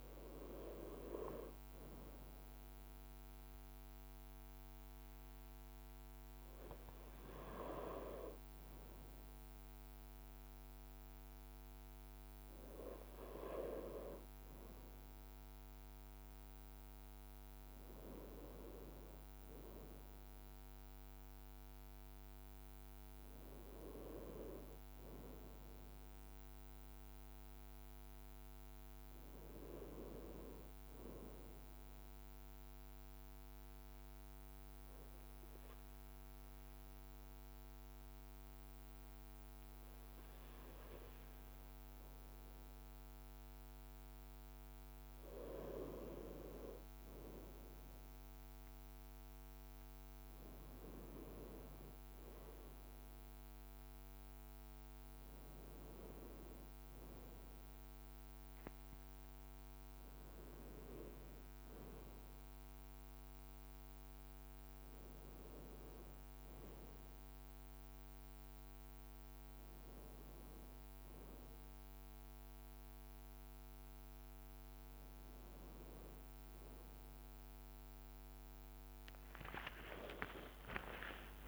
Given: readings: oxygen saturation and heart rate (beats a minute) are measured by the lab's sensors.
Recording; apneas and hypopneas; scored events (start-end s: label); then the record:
breathing in sleep by a microphone on the trachea; 1
25.00-29.00 s: arousal
26.50-28.00 s: leg movement (device-marked)
31.50-44.50 s: obstructive apnea (oxygen 97% before, 93% lowest, heart rate 58 before, 56 extreme, up 2 after)
47.00-51.50 s: arousal
60.00-81.48 s: new sleep stage, N1 (lightest sleep)
80.00-81.48 s: arousal
80.00-81.48 s: tachycardia (device-marked, heart rate 59 before, 159 extreme)
From the record:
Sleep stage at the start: N2 (light sleep); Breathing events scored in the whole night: 203 in 4.1 hours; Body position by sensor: on the front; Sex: male